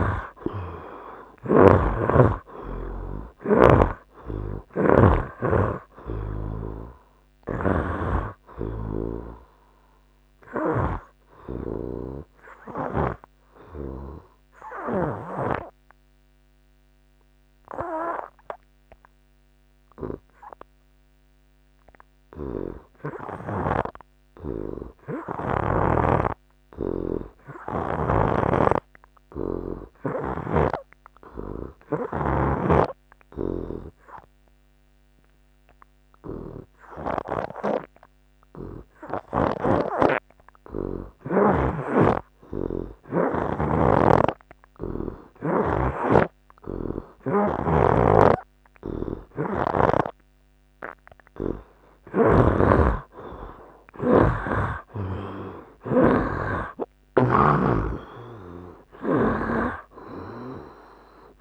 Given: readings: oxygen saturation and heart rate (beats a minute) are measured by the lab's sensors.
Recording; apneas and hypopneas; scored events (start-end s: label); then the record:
breathing in sleep by a microphone on the trachea; 1
0.00-27.50 s: oxygen desaturation (device-marked, oxygen 75% lowest, heart rate 65 extreme)
4.50-15.50 s: snoring (device-marked)
12.00-51.50 s: hypopnea (oxygen 89% before, 75% lowest, heart rate 76 before, 65 extreme, up 9 after)
32.50-61.41 s: oxygen desaturation (device-marked, oxygen 96% before, 76% lowest, heart rate 69 before, 65 extreme)
44.00-59.50 s: snoring (device-marked)
54.00-59.00 s: arousal
From the record:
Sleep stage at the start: N2 (light sleep); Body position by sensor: on the right side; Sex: male